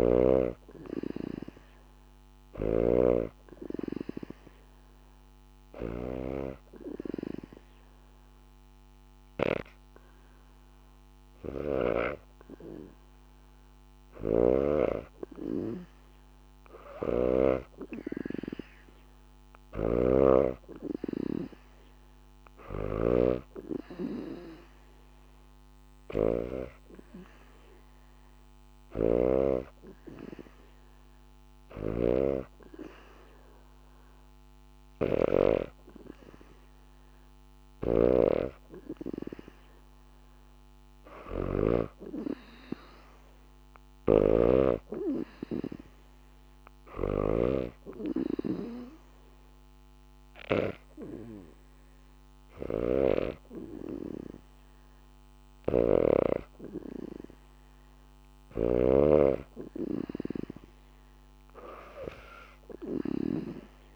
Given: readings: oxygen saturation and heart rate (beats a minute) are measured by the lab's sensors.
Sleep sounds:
breathing in sleep by a microphone on the trachea; none
2.00-6.00 s: snoring (device-marked)
16.50-41.50 s: snoring (device-marked)
25.50-38.50 s: oxygen desaturation (device-marked, oxygen 94% before, 90% lowest, heart rate 76 before, 74 extreme)
43.50-58.50 s: snoring (device-marked)
From the record:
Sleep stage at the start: N2 (light sleep); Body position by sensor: on the back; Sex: female

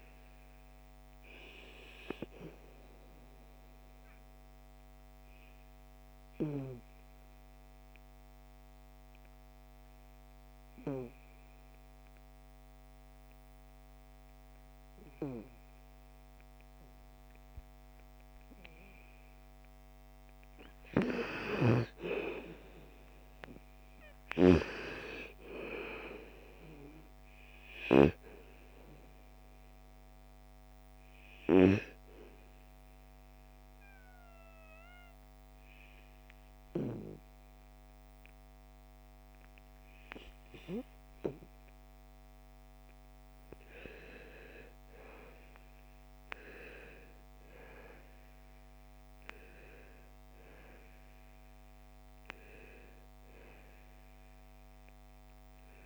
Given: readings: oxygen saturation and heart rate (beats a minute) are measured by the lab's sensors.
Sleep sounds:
breathing in sleep by a microphone on the trachea; 2
1.50-12.50 s: oxygen desaturation (device-marked, oxygen 99% before, 88% lowest, heart rate 58 before, 55 extreme)
2.50-18.50 s: obstructive apnea (oxygen 99% before, 88% lowest, heart rate 58 before, 52 extreme, up 5 after)
20.00-24.00 s: arousal
25.50-40.50 s: oxygen desaturation (device-marked, oxygen 98% before, 88% lowest, heart rate 57 before, 51 extreme)
30.50-43.00 s: obstructive apnea (oxygen 98% before, 85% lowest, heart rate 58 before, 51 extreme, up 10 after)
45.00-48.50 s: arousal
52.50-55.86 s: oxygen desaturation (device-marked, oxygen 98% before, 93% lowest, heart rate 55 before, 53 extreme)
From the record:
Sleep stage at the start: N2 (light sleep); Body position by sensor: on the back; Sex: female

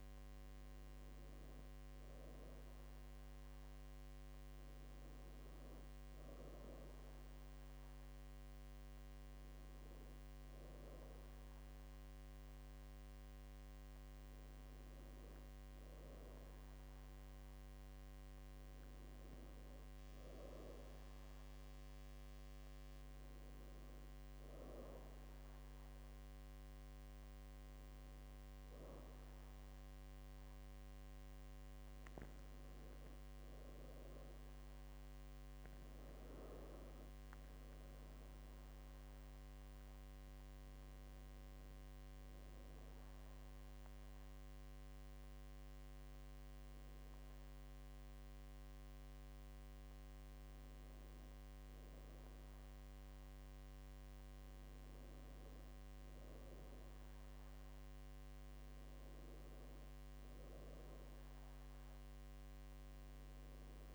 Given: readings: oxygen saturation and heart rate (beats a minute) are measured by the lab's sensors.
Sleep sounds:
breathing in sleep, hard to hear, by a microphone on the trachea; none
none scored
From the record:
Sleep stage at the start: N1 (lightest sleep); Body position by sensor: on the back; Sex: female

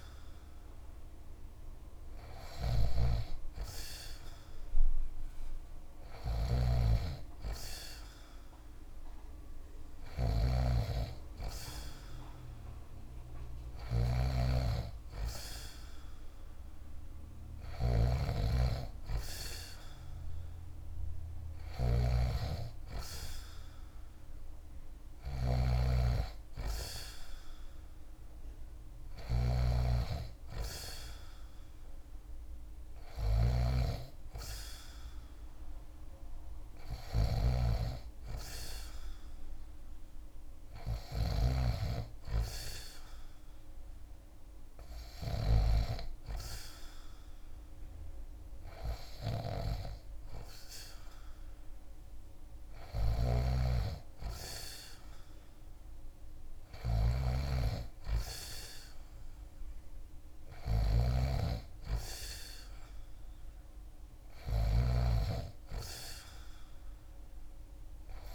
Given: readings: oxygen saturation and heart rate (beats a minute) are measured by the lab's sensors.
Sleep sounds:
breathing in sleep by a room microphone; none
0.00-40.50 s: snoring (device-marked)
52.00-68.34 s: snoring (device-marked)
From the record:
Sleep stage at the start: N2 (light sleep); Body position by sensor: on the back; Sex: male

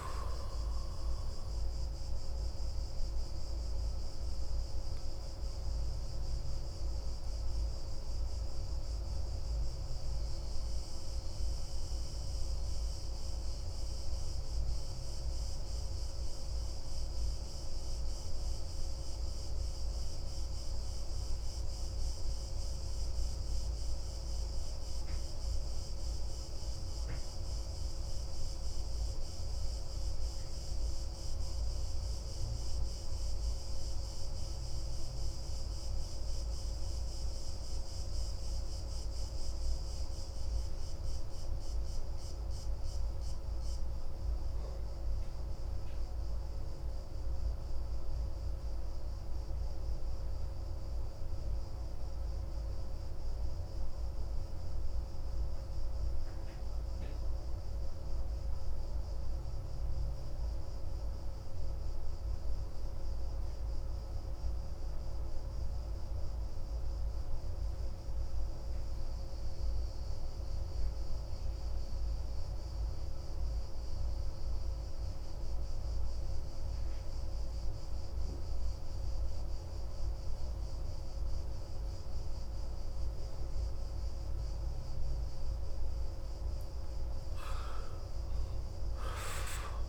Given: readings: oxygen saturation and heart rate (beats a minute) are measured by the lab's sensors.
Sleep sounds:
breathing in sleep, hard to hear, by a room microphone; 1
0.00-24.00 s: oxygen desaturation (device-marked, oxygen 84% lowest)
4.00-85.50 s: obstructive apnea (oxygen 94% before, 77% lowest)
31.00-89.89 s: new sleep stage, REM sleep
64.00-89.89 s: oxygen desaturation (device-marked, oxygen 95% before, 77% lowest)
87.50-89.89 s: arousal
From the record:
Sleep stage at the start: N2 (light sleep); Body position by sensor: on the back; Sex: male

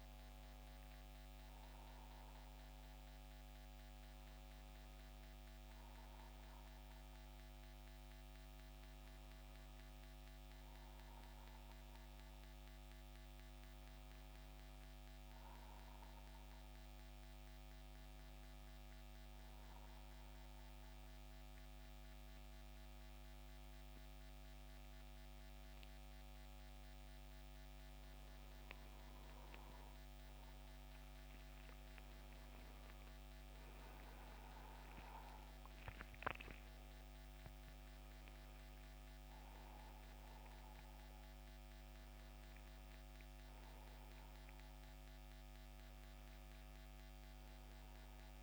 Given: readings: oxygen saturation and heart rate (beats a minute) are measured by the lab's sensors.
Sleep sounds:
breathing in sleep, hard to hear, by a microphone on the trachea; 1
10.00-13.50 s: arousal
19.50-29.50 s: central apnea (oxygen 94% before, 90% lowest, heart rate 84 before, 74 extreme, up 14 after)
30.50-35.00 s: arousal
41.00-48.43 s: oxygen desaturation (device-marked, oxygen 93% before, 90% lowest, heart rate 80 before, 72 extreme)
From the record:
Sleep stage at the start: N2 (light sleep); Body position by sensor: on the back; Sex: male

